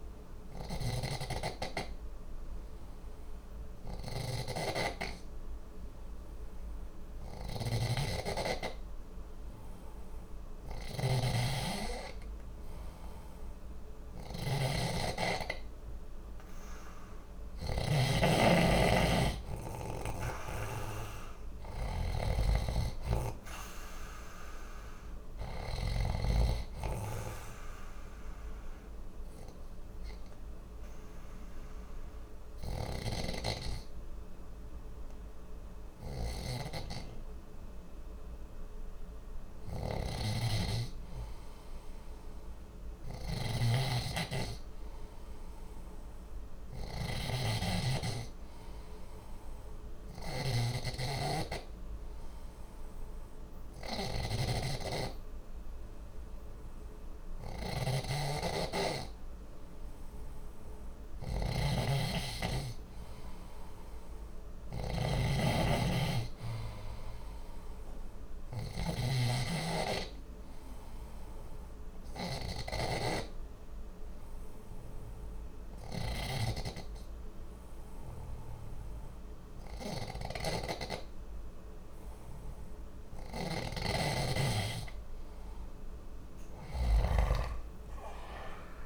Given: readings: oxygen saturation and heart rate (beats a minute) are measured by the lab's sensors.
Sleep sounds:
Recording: breathing in sleep by a room microphone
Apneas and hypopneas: 4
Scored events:
0.00-8.00 s: oxygen desaturation (device-marked, oxygen 92% lowest, heart rate 60 extreme)
0.00-17.50 s: snoring (device-marked)
0.50-12.50 s: obstructive apnea (oxygen 97% before, 91% lowest, heart rate 60 before, 60 extreme, up 1 after)
15.00-17.50 s: arousal
22.00-25.50 s: snoring (device-marked)
27.00-41.00 s: obstructive apnea (oxygen 94% before, 91% lowest, heart rate 61 before, 59 extreme, up 1 after)
32.00-88.86 s: snoring (device-marked)
43.00-46.00 s: arousal
50.00-60.00 s: obstructive apnea (oxygen 94% before, 92% lowest, heart rate 60 before, 59 extreme, up 2 after)
62.00-65.50 s: arousal
69.50-84.00 s: obstructive apnea (oxygen 96% before, 92% lowest, heart rate 60 before, 60 extreme, up 10 after)
87.00-88.86 s: arousal
From the record:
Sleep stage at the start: N2 (light sleep)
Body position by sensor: on the left side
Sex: male

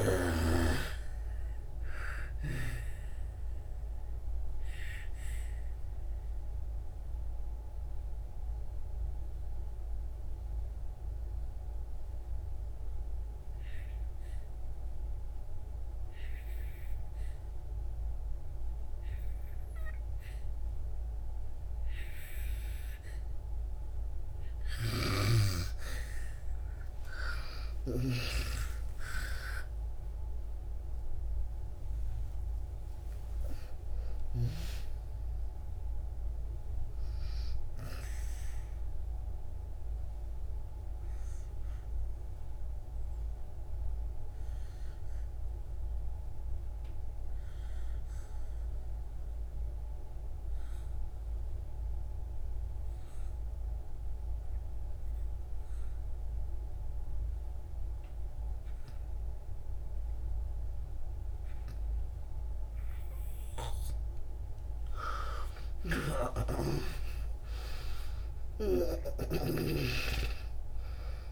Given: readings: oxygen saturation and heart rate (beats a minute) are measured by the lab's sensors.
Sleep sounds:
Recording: breathing in sleep by a room microphone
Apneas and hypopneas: 2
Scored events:
0.00-33.00 s: oxygen desaturation (device-marked, oxygen 64% lowest, heart rate 58 extreme)
3.50-24.50 s: mixed apnea (oxygen 98% before, 64% lowest, heart rate 74 before, 66 extreme, up 28 after)
8.00-71.32 s: new sleep stage, N2 (light sleep)
25.00-28.50 s: snoring (device-marked)
27.00-32.50 s: arousal
38.50-64.00 s: obstructive apnea (oxygen 90% before, 70% lowest, heart rate 79 before, 58 extreme, up 38 after)
42.00-55.00 s: oxygen desaturation (device-marked, oxygen 90% before, 76% lowest, heart rate 80 before, 60 extreme)
60.00-71.32 s: oxygen desaturation (device-marked, oxygen 96% before, 70% lowest, heart rate 67 before, 58 extreme)
65.00-68.50 s: arousal
65.50-70.00 s: snoring (device-marked)
From the record:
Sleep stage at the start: REM sleep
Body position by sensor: on the back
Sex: female

